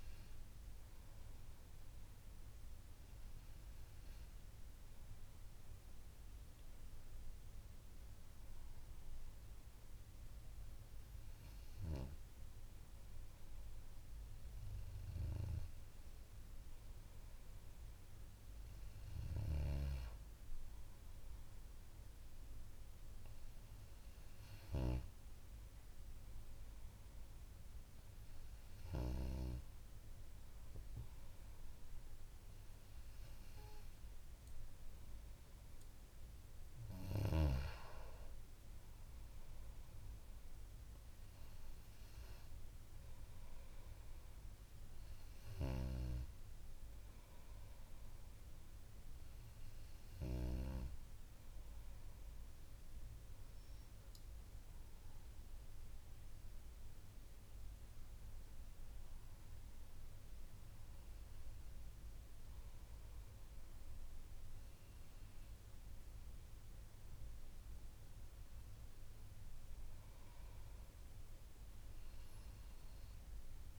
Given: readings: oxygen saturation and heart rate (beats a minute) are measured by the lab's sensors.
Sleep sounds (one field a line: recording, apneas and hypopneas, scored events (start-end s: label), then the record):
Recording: breathing in sleep by a room microphone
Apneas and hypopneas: none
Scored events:
none scored
From the record:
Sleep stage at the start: N2 (light sleep)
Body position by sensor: on the back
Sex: female